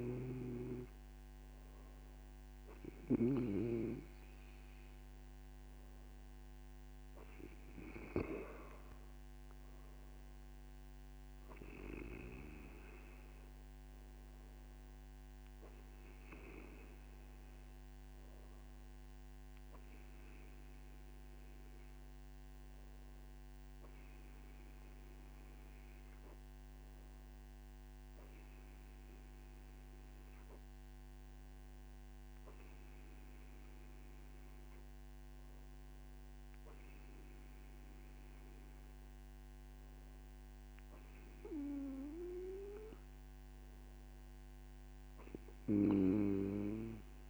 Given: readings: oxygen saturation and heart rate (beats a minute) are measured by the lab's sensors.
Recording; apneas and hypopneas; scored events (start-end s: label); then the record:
breathing in sleep by a microphone on the trachea; none
none scored
From the record:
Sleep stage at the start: N3 (deep sleep); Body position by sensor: on the right side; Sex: male